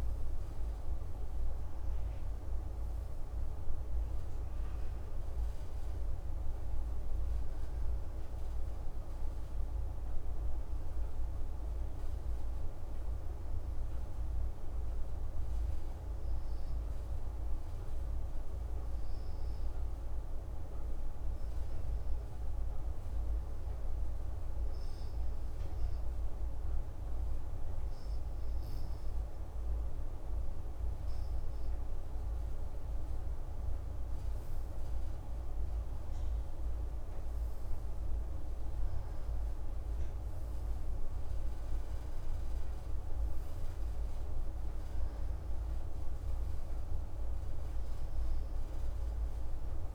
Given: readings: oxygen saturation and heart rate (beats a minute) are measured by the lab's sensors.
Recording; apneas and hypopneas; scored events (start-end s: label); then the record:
breathing in sleep, hard to hear, by a room microphone; 1
19.00-32.50 s: obstructive apnea (oxygen 96% before, 93% lowest)
34.00-39.50 s: arousal
From the record:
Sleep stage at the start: N2 (light sleep); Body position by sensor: on the back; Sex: male